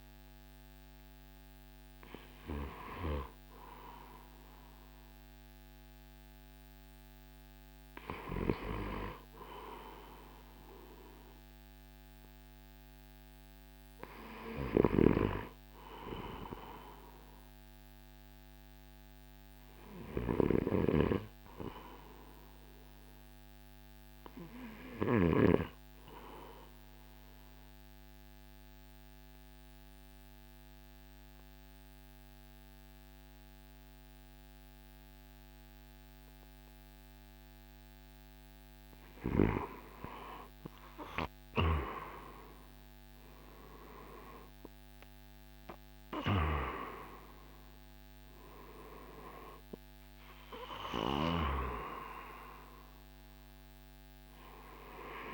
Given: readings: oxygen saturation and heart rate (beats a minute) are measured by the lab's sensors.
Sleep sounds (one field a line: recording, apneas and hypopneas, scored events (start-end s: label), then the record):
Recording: breathing in sleep by a microphone on the trachea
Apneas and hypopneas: 1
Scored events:
0.00-17.50 s: oxygen desaturation (device-marked, oxygen 77% lowest, heart rate 53 extreme)
17.00-20.50 s: arousal
23.00-37.00 s: obstructive apnea (oxygen 98% before, 88% lowest, heart rate 59 before, 53 extreme, up 10 after)
32.50-55.34 s: new sleep stage, N2 (light sleep)
39.50-43.50 s: arousal
42.50-55.34 s: drop in pulse transit time (device-marked, heart rate 56 before, 57 extreme)
42.50-55.34 s: oxygen desaturation (device-marked, oxygen 95% before, 88% lowest, heart rate 56 before, 52 extreme)
From the record:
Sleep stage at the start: N1 (lightest sleep)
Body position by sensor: on the right side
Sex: male